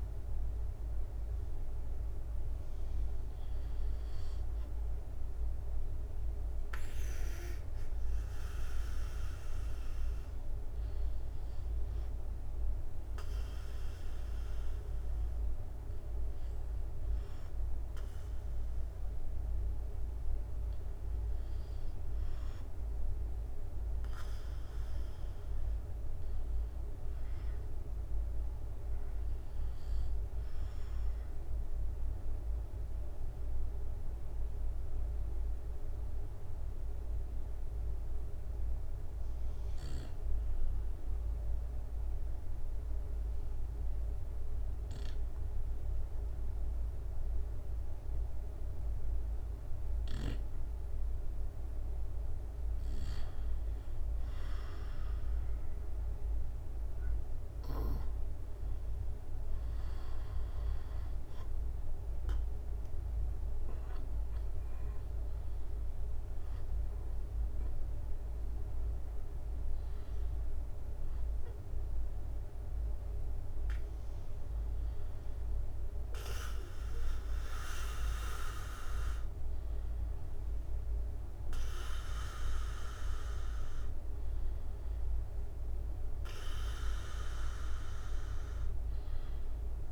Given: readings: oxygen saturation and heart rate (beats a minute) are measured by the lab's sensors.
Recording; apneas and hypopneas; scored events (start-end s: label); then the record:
breathing in sleep by a room microphone; 1
0.00-10.50 s: oxygen desaturation (device-marked, oxygen 80% lowest, heart rate 64 extreme)
9.50-89.92 s: new sleep stage, N2 (light sleep)
12.50-50.50 s: obstructive apnea (oxygen 99% before, 91% lowest, heart rate 83 before, 66 extreme, up 4 after)
39.50-41.50 s: long interval between heartbeats (device-marked, heart rate 69 before, 69 extreme)
50.50-77.50 s: oxygen desaturation (device-marked, oxygen 95% before, 91% lowest, heart rate 69 before, 70 extreme)
53.00-56.50 s: arousal
63.50-76.50 s: drop in pulse transit time (device-marked, heart rate 69 before, 74 extreme)
From the record:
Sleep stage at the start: REM sleep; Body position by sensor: on the back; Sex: male